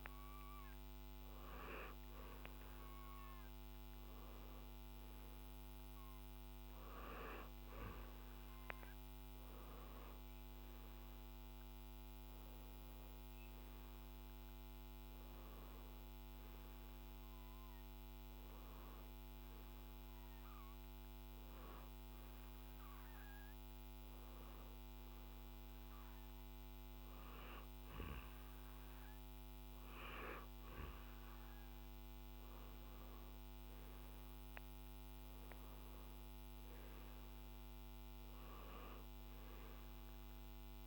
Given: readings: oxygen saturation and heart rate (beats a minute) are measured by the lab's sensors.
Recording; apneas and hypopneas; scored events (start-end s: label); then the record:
breathing in sleep, hard to hear, by a microphone on the trachea; none
none scored
From the record:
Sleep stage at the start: N2 (light sleep); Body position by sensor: on the right side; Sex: male